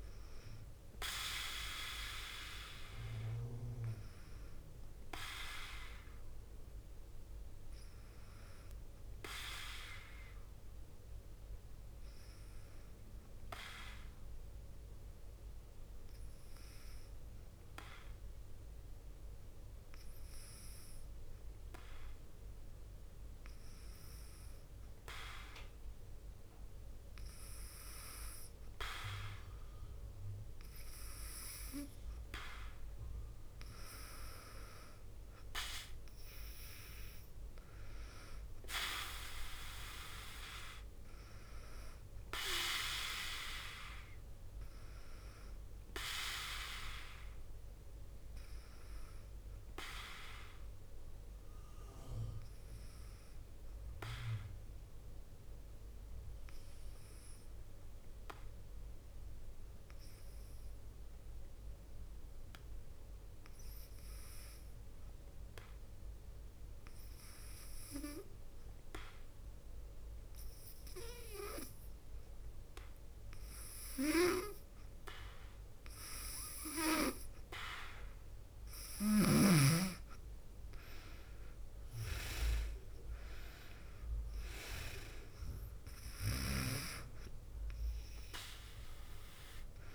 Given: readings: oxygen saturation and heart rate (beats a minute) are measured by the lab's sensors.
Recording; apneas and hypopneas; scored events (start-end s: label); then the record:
breathing in sleep by a room microphone; 2
0.00-14.00 s: oxygen desaturation (device-marked, oxygen 91% lowest, heart rate 49 extreme)
12.50-28.00 s: hypopnea (oxygen 96% before, 92% lowest, heart rate 52 before, 49 extreme, up 4 after)
31.00-61.00 s: oxygen desaturation (device-marked, oxygen 98% before, 94% lowest, heart rate 52 before, 49 extreme)
36.00-40.00 s: arousal
57.00-73.00 s: obstructive apnea (oxygen 97% before, 90% lowest, heart rate 51 before, 51 extreme, up 1 after)
75.00-89.95 s: oxygen desaturation (device-marked, oxygen 97% before, 90% lowest, heart rate 52 before, 50 extreme)
76.00-79.50 s: arousal
From the record:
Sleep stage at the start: N2 (light sleep); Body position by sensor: on the back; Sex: female